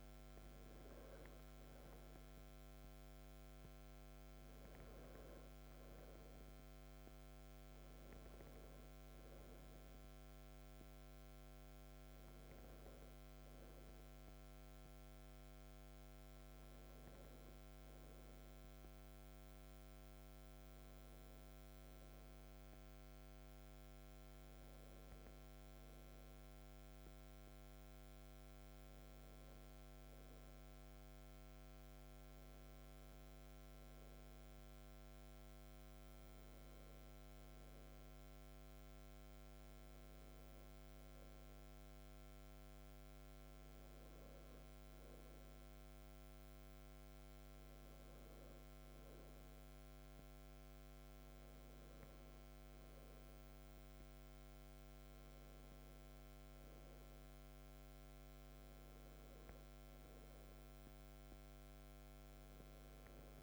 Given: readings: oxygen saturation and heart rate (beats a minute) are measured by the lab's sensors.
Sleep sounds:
breathing in sleep, hard to hear, by a microphone on the trachea; none
0.00-2.50 s: arousal
From the record:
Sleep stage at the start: N1 (lightest sleep); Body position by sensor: on the back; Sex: male

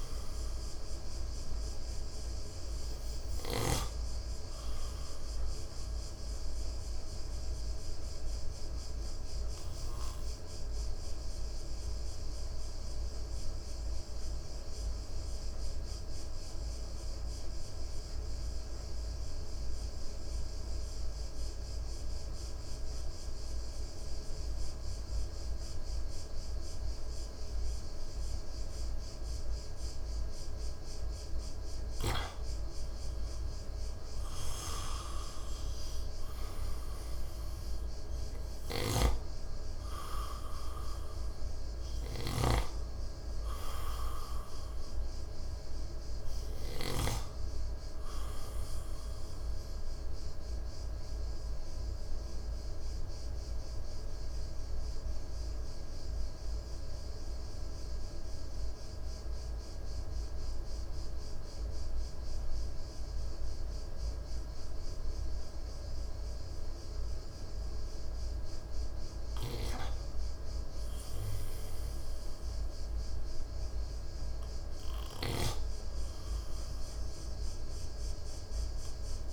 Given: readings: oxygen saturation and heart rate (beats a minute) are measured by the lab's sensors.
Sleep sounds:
breathing in sleep by a room microphone; 2
0.00-15.50 s: oxygen desaturation (device-marked, oxygen 90% lowest, heart rate 55 extreme)
5.50-30.50 s: obstructive apnea (oxygen 96% before, 90% lowest, heart rate 61 before, 55 extreme, up 5 after)
30.50-63.50 s: oxygen desaturation (device-marked, oxygen 98% before, 92% lowest, heart rate 57 before, 55 extreme)
34.00-37.50 s: arousal
51.00-68.00 s: obstructive apnea (oxygen 98% before, 91% lowest, heart rate 60 before, 55 extreme, up 3 after)
70.00-74.50 s: arousal
From the record:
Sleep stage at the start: N2 (light sleep); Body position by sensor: on the right side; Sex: male

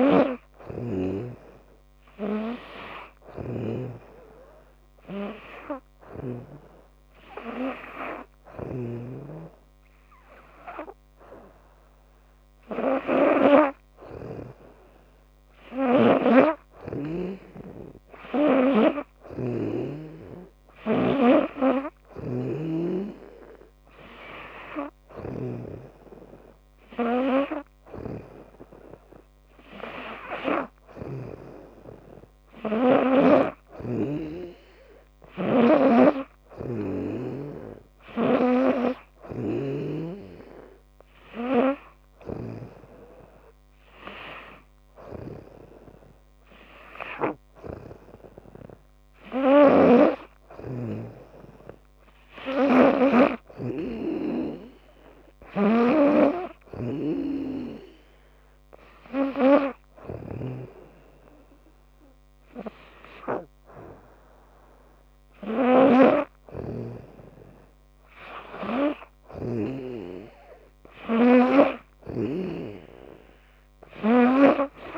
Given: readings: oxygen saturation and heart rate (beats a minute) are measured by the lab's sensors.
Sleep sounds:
breathing in sleep by a microphone on the trachea; none
0.00-1.00 s: snoring (device-marked)
20.50-34.00 s: snoring (device-marked)
36.00-42.50 s: snoring (device-marked)
49.00-69.50 s: snoring (device-marked)
71.50-74.98 s: snoring (device-marked)
From the record:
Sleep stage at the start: N2 (light sleep); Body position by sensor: on the back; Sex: female

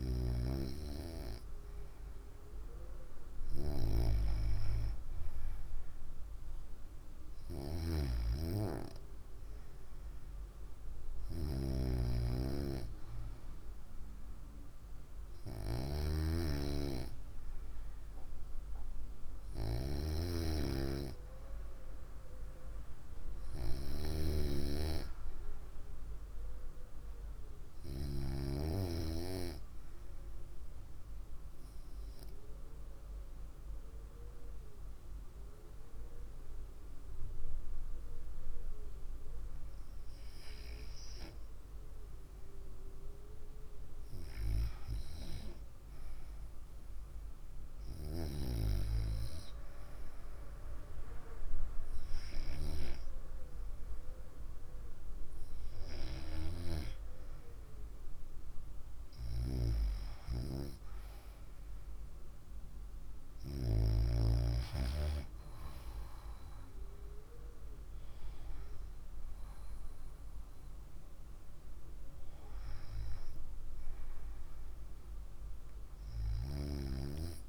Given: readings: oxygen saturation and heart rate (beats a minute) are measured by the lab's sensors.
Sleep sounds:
breathing in sleep by a room microphone; 1
4.50-77.49 s: new sleep stage, REM sleep
31.50-42.00 s: obstructive apnea (oxygen 95% before, 92% lowest, heart rate 64 before, 58 extreme, up 2 after)
44.00-47.50 s: arousal
From the record:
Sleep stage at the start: N2 (light sleep); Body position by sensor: on the right side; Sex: female

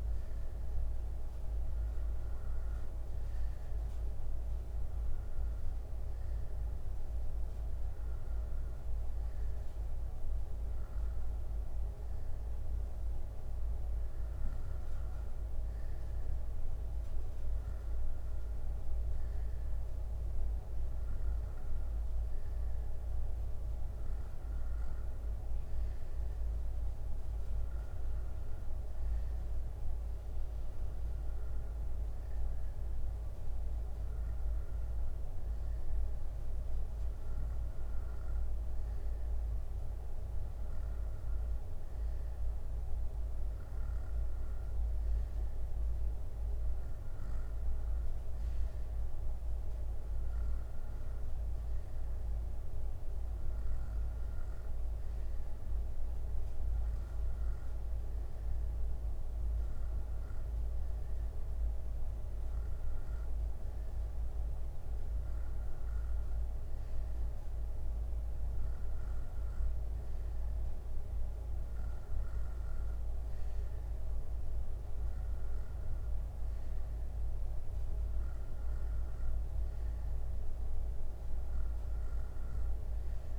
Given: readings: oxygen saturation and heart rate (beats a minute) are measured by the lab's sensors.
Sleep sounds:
breathing in sleep, hard to hear, by a room microphone; none
none scored
From the record:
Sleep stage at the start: N2 (light sleep); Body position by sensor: on the right side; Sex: male

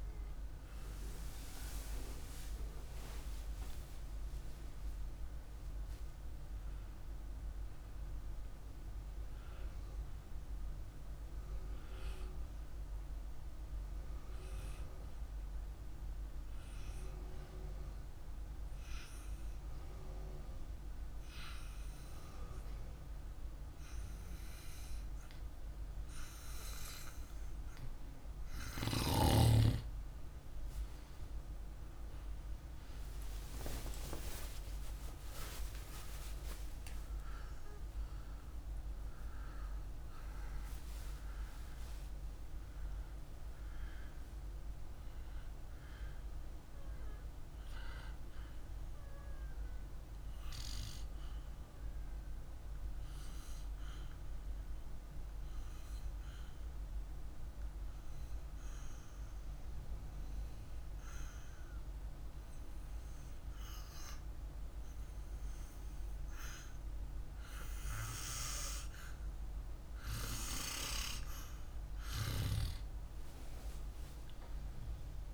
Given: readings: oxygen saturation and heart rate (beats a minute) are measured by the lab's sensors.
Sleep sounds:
breathing in sleep by a room microphone; 2
15.50-28.50 s: hypopnea (oxygen 98% before, 93% lowest, heart rate 53 before, 48 extreme, up 45 after)
32.50-38.00 s: arousal
52.50-71.00 s: obstructive apnea (oxygen 98% before, 97% lowest, heart rate 67 before, 48 extreme, up 4 after)
73.00-75.34 s: arousal
From the record:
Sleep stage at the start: N2 (light sleep); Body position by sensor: on the back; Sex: male

